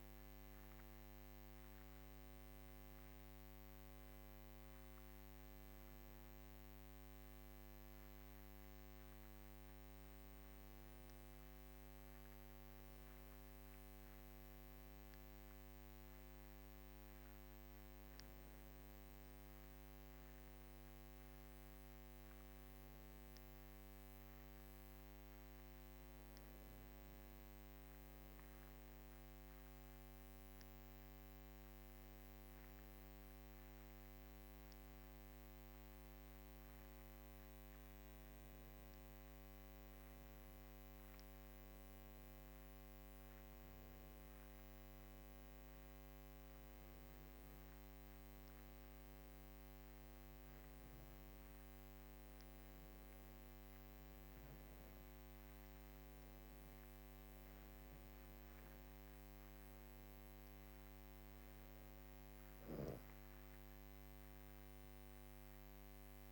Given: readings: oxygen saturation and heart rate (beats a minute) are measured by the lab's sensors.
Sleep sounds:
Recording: breathing in sleep, hard to hear, by a microphone on the trachea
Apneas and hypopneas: 1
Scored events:
28.50-33.50 s: arousal
38.00-55.00 s: hypopnea (oxygen 98% before, 96% lowest, heart rate 58 before, 56 extreme, up 5 after)
58.50-64.50 s: arousal
From the record:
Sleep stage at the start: N2 (light sleep)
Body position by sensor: on the back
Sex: female

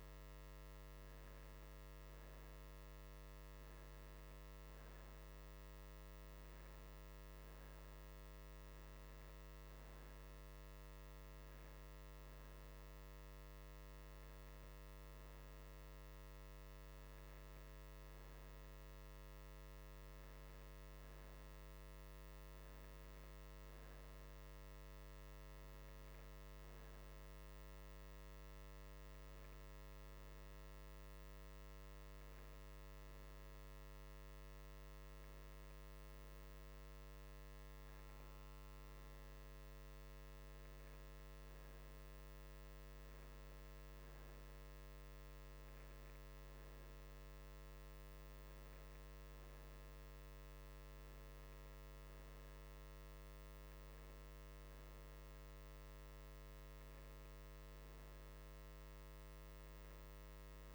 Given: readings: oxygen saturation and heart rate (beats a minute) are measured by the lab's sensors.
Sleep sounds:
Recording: breathing in sleep, hard to hear, by a microphone on the trachea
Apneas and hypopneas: none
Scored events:
none scored
From the record:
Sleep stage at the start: N2 (light sleep)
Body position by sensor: on the right side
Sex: male

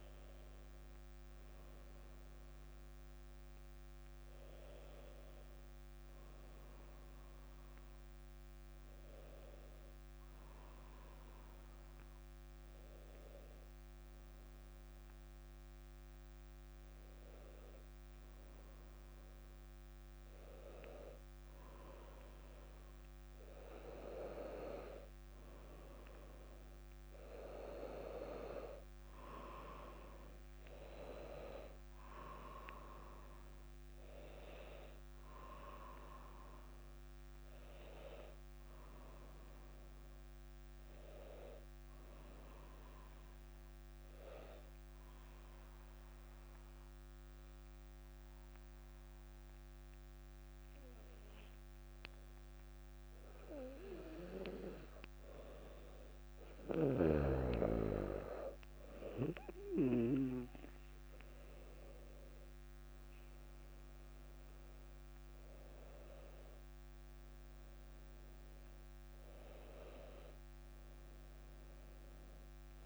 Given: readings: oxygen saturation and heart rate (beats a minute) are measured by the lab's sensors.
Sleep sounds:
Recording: a person partly awake in a sleep study, by a microphone on the trachea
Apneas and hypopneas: 2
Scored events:
2.50-72.86 s: new sleep stage, N2 (light sleep)
13.00-23.00 s: hypopnea (oxygen 100% before, 94% lowest, heart rate 61 before, 59 extreme, up 4 after)
30.50-44.50 s: drop in pulse transit time (device-marked, heart rate 60 before, 63 extreme)
32.50-37.50 s: arousal
45.00-55.00 s: central apnea (oxygen 99% before, 94% lowest, heart rate 65 before, 57 extreme, up 1 after)
59.50-63.50 s: arousal
59.50-72.86 s: oxygen desaturation (device-marked, oxygen 98% before, 94% lowest, heart rate 62 before, 56 extreme)
From the record:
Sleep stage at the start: awake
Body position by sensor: on the back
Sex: female

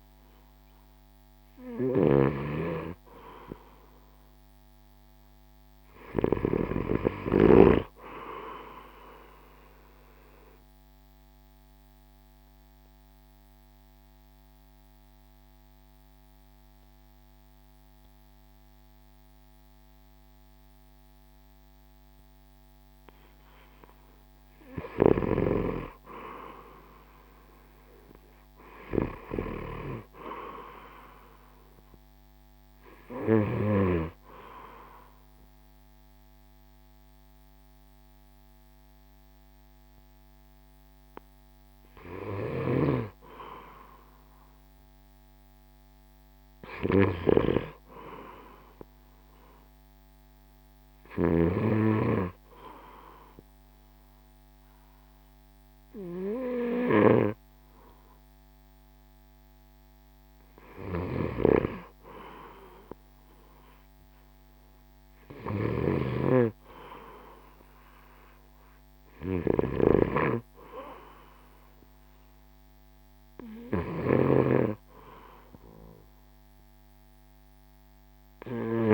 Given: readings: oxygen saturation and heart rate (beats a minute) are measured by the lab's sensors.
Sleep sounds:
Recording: breathing in sleep by a microphone on the trachea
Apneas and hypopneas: 2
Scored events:
0.00-4.50 s: oxygen desaturation (device-marked, oxygen 92% lowest, heart rate 59 extreme)
2.00-7.00 s: snoring (device-marked)
9.50-24.00 s: obstructive apnea (oxygen 95% before, 89% lowest, heart rate 65 before, 58 extreme, up 9 after)
14.50-32.50 s: oxygen desaturation (device-marked, oxygen 94% before, 90% lowest, heart rate 66 before, 58 extreme)
26.00-29.00 s: arousal
37.50-50.50 s: oxygen desaturation (device-marked, oxygen 96% before, 89% lowest, heart rate 63 before, 61 extreme)
42.50-57.50 s: snoring (device-marked)
51.00-62.00 s: hypopnea (oxygen 96% before, 91% lowest, heart rate 64 before, 61 extreme, up 6 after)
55.50-64.50 s: oxygen desaturation (device-marked, oxygen 96% before, 92% lowest, heart rate 63 before, 61 extreme)
65.00-68.50 s: arousal
65.50-78.94 s: snoring (device-marked)
71.50-78.94 s: oxygen desaturation (device-marked, oxygen 94% before, 91% lowest, heart rate 64 before, 61 extreme)
From the record:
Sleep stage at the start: N2 (light sleep)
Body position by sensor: on the right side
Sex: male

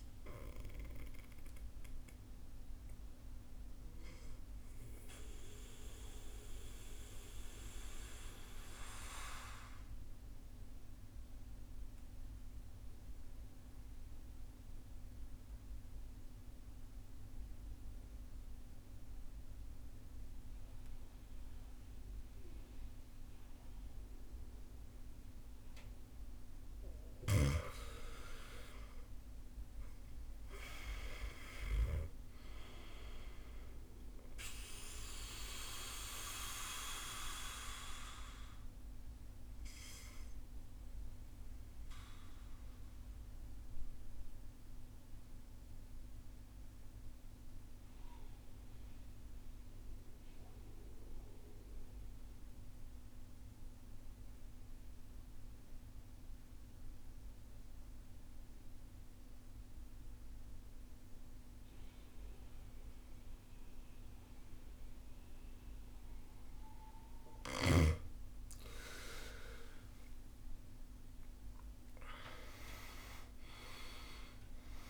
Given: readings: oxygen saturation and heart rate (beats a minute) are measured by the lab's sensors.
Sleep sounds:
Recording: breathing in sleep by a room microphone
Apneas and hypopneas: 2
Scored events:
0.50-26.00 s: obstructive apnea (oxygen 98% before, 83% lowest, heart rate 58 before, 51 extreme, up 10 after)
1.00-24.00 s: oxygen desaturation (device-marked, oxygen 97% before, 85% lowest, heart rate 59 before, 51 extreme)
28.00-32.50 s: arousal
31.00-56.00 s: oxygen desaturation (device-marked, oxygen 99% before, 89% lowest, heart rate 55 before, 51 extreme)
37.00-66.50 s: obstructive apnea (oxygen 99% before, 80% lowest, heart rate 57 before, 47 extreme, up 19 after)
65.00-74.90 s: oxygen desaturation (device-marked, oxygen 99% before, 80% lowest, heart rate 54 before, 47 extreme)
68.50-72.50 s: arousal
From the record:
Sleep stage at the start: N2 (light sleep)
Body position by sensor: on the right side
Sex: male

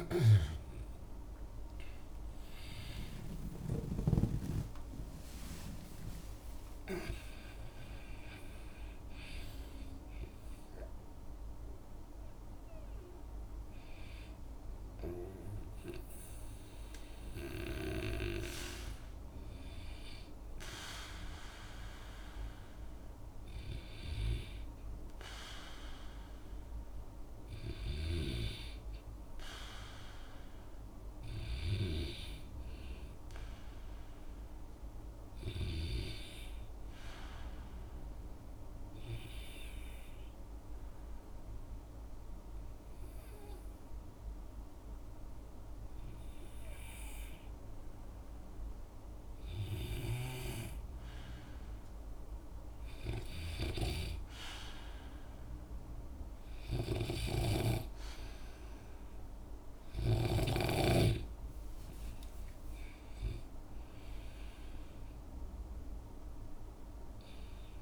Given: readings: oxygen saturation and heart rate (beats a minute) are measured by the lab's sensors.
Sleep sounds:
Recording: breathing in sleep by a room microphone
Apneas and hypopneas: 1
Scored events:
0.00-5.50 s: arousal
0.00-17.00 s: oxygen desaturation (device-marked, oxygen 89% lowest, heart rate 58 extreme)
29.50-33.00 s: arousal
35.50-51.50 s: hypopnea (oxygen 98% before, 93% lowest, heart rate 67 before, 57 extreme, up 1 after)
54.50-58.50 s: arousal
55.00-67.82 s: oxygen desaturation (device-marked, oxygen 97% before, 93% lowest, heart rate 63 before, 57 extreme)
From the record:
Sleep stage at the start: N2 (light sleep)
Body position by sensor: on the back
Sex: male

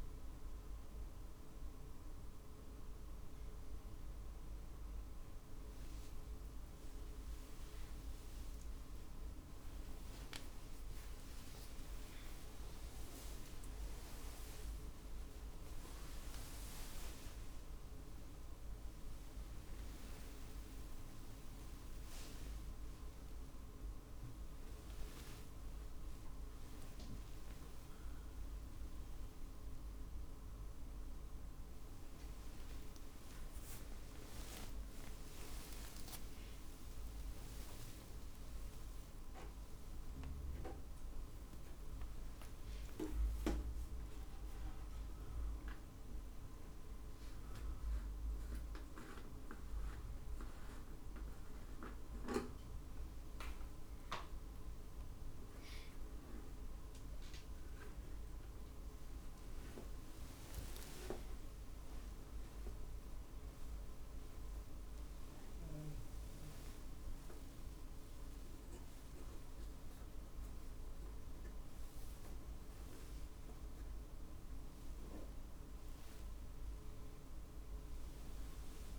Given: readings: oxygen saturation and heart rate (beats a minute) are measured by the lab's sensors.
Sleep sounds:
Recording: a person awake in a sleep study, by a room microphone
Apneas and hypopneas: none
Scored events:
8.50-20.50 s: drop in pulse transit time (device-marked, heart rate 51 before, 53 extreme)
21.00-23.00 s: long interval between heartbeats (device-marked, heart rate 53 before, 63 extreme)
22.50-24.50 s: tachycardia (device-marked, heart rate 54 before, 75 extreme)
24.50-26.50 s: long interval between heartbeats (device-marked, heart rate 57 before, 95 extreme)
30.50-48.50 s: tachycardia (device-marked, heart rate 54 before, 194 extreme)
32.00-34.00 s: long interval between heartbeats (device-marked, heart rate 70 before, 80 extreme)
32.50-41.50 s: drop in pulse transit time (device-marked, heart rate 72 before, 87 extreme)
34.00-36.00 s: long interval between heartbeats (device-marked, heart rate 74 before, 130 extreme)
36.00-38.00 s: long interval between heartbeats (device-marked, heart rate 82 before, 161 extreme)
39.00-41.00 s: long interval between heartbeats (device-marked, heart rate 100 before, 185 extreme)
42.00-44.00 s: long interval between heartbeats (device-marked, heart rate 119 before, 162 extreme)
47.50-49.50 s: long interval between heartbeats (device-marked, heart rate 140 before, 144 extreme)
52.50-54.50 s: long interval between heartbeats (device-marked, heart rate 152 before, 97 extreme)
56.50-78.99 s: drop in pulse transit time (device-marked, heart rate 145 before, 60 extreme)
57.50-70.50 s: tachycardia (device-marked, heart rate 59 before, 139 extreme)
62.00-64.00 s: long interval between heartbeats (device-marked, heart rate 124 before, 112 extreme)
65.50-67.50 s: long interval between heartbeats (device-marked, heart rate 114 before, 110 extreme)
67.50-69.50 s: long interval between heartbeats (device-marked, heart rate 109 before, 109 extreme)
69.50-71.50 s: long interval between heartbeats (device-marked, heart rate 106 before, 138 extreme)
72.50-74.50 s: long interval between heartbeats (device-marked, heart rate 109 before, 97 extreme)
From the record:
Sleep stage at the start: awake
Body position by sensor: on the right side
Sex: male

